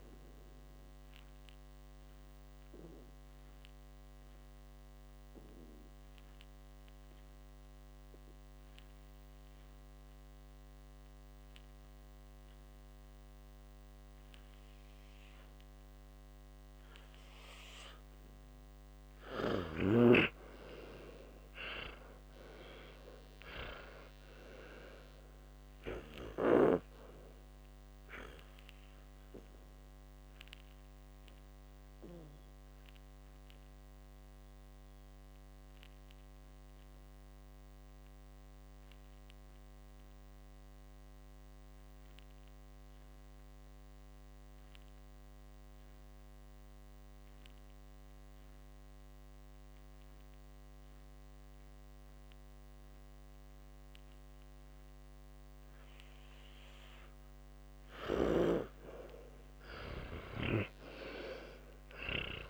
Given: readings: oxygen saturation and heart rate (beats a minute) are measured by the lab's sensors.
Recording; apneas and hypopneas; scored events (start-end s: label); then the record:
breathing in sleep by a microphone on the trachea; 2
0.00-3.00 s: oxygen desaturation (device-marked, oxygen 88% lowest, heart rate 58 extreme)
3.50-17.00 s: obstructive apnea (oxygen 96% before, 84% lowest, heart rate 66 before, 55 extreme)
5.00-21.00 s: oxygen desaturation (device-marked, oxygen 91% before, 84% lowest, heart rate 66 before, 55 extreme)
20.00-23.50 s: arousal
32.50-56.00 s: obstructive apnea (oxygen 91% before, 88% lowest, heart rate 87 before, 55 extreme, up 28 after)
56.00-62.50 s: oxygen desaturation (device-marked, oxygen 98% before, 95% lowest, heart rate 63 before, 57 extreme)
59.50-62.50 s: arousal
From the record:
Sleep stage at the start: N2 (light sleep); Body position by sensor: on the back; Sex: male